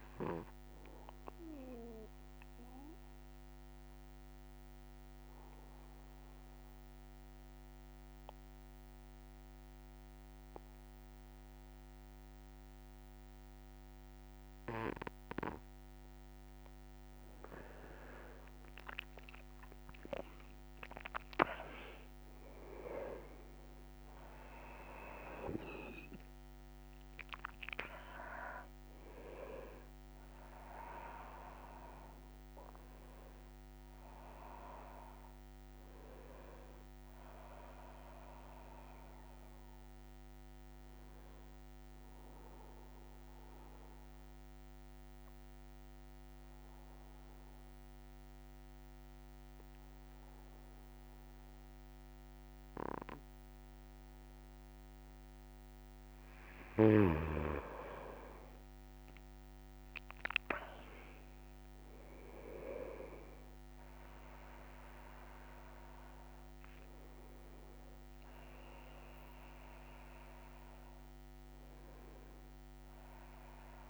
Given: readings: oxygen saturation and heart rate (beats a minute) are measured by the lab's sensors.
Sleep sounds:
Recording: breathing in sleep by a microphone on the trachea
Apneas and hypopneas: 2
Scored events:
0.00-10.00 s: oxygen desaturation (device-marked, oxygen 93% lowest, heart rate 60 extreme)
0.50-17.50 s: obstructive apnea (oxygen 98% before, 92% lowest, heart rate 64 before, 61 extreme, up 8 after)
33.00-45.00 s: oxygen desaturation (device-marked, oxygen 96% before, 92% lowest, heart rate 67 before, 61 extreme)
42.00-56.50 s: obstructive apnea (oxygen 98% before, 93% lowest, heart rate 67 before, 61 extreme, up 8 after)
66.00-73.90 s: oxygen desaturation (device-marked, oxygen 98% before, 93% lowest, heart rate 63 before, 59 extreme)
From the record:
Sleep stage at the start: N3 (deep sleep)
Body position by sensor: on the back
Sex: male

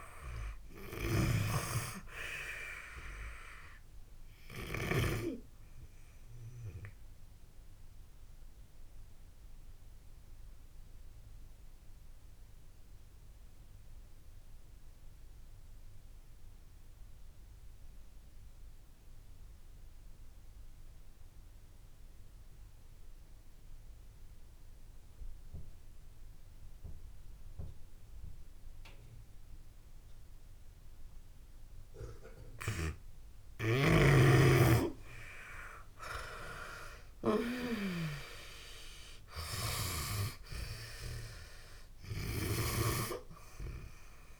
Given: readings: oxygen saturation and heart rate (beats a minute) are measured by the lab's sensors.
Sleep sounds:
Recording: breathing in sleep by a room microphone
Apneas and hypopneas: 1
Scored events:
0.00-1.00 s: arousal
0.00-5.00 s: snoring (device-marked)
6.00-30.00 s: oxygen desaturation (device-marked, oxygen 95% before, 83% lowest)
7.00-32.00 s: obstructive apnea (oxygen 98% before, 80% lowest)
33.50-37.00 s: arousal
36.00-44.40 s: oxygen desaturation (device-marked, oxygen 96% before, 80% lowest)
From the record:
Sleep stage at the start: N2 (light sleep)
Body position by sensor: on the back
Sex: female

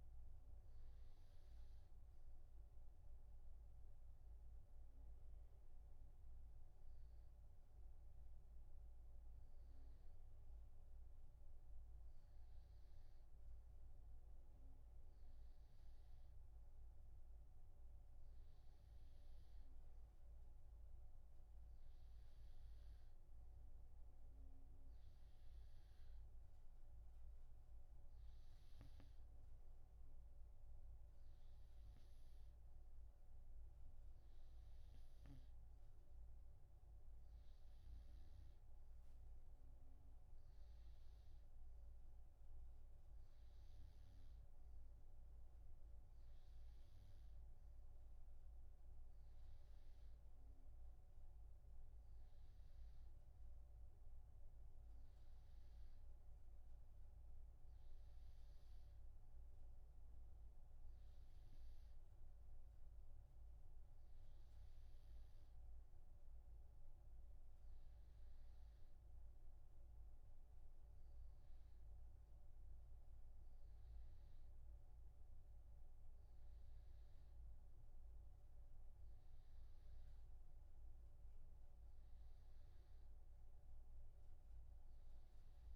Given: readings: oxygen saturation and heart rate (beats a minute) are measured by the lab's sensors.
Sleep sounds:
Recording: breathing in sleep, hard to hear, by a room microphone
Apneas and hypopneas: none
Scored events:
none scored
From the record:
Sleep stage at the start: N2 (light sleep)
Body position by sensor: on the right side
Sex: male

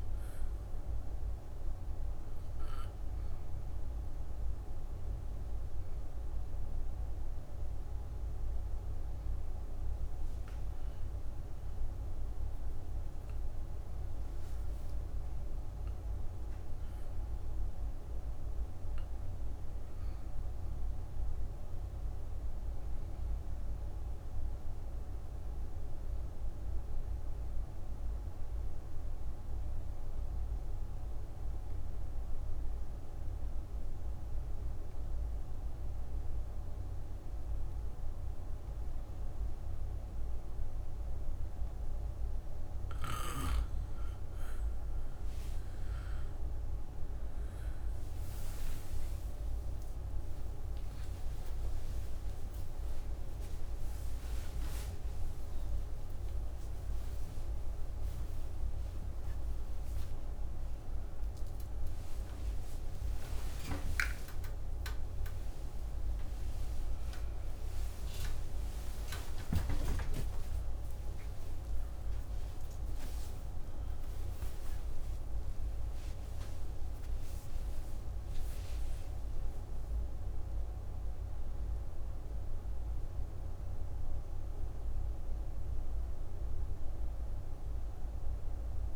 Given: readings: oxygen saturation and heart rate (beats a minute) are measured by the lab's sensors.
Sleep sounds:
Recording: a person partly awake in a sleep study, hard to hear, by a room microphone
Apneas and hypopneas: 2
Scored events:
0.00-14.50 s: oxygen desaturation (device-marked, oxygen 89% lowest, heart rate 59 extreme)
1.50-11.50 s: obstructive apnea (oxygen 98% before, 87% lowest, heart rate 70 before, 59 extreme, up 2 after)
13.00-17.50 s: arousal
21.00-41.00 s: obstructive apnea (oxygen 97% before, 87% lowest, heart rate 65 before, 59 extreme, up 24 after)
39.50-88.96 s: oxygen desaturation (device-marked, oxygen 96% before, 87% lowest, heart rate 63 before, 61 extreme)
52.50-82.50 s: new sleep stage, awake
82.50-88.96 s: new sleep stage, N1 (lightest sleep)
From the record:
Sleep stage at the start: N2 (light sleep)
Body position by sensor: on the back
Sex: female

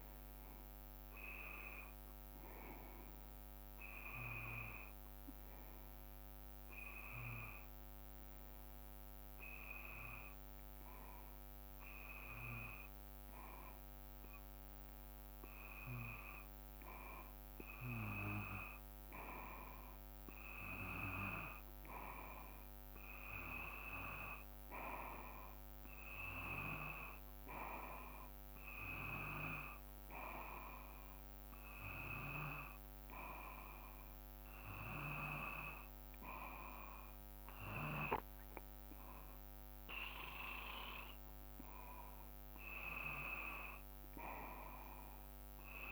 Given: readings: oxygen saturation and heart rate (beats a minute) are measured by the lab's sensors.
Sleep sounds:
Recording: breathing in sleep by a microphone on the trachea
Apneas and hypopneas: none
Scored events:
31.00-33.00 s: long interval between heartbeats (device-marked, heart rate 59 before, 68 extreme)
From the record:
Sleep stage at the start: N2 (light sleep)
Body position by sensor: on the back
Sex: male

